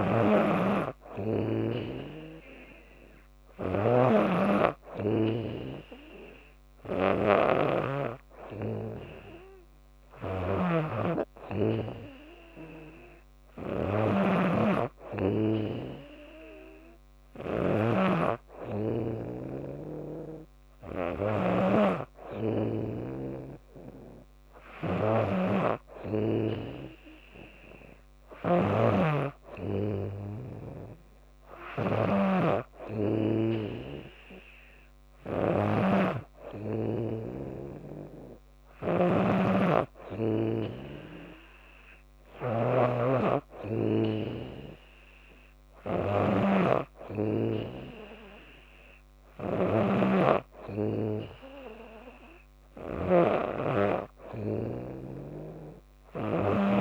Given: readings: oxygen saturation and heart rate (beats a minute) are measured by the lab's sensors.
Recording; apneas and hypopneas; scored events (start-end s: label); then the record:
breathing in sleep by a microphone on the trachea; none
0.00-56.81 s: snoring (device-marked)
From the record:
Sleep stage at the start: N2 (light sleep); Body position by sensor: on the back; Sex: female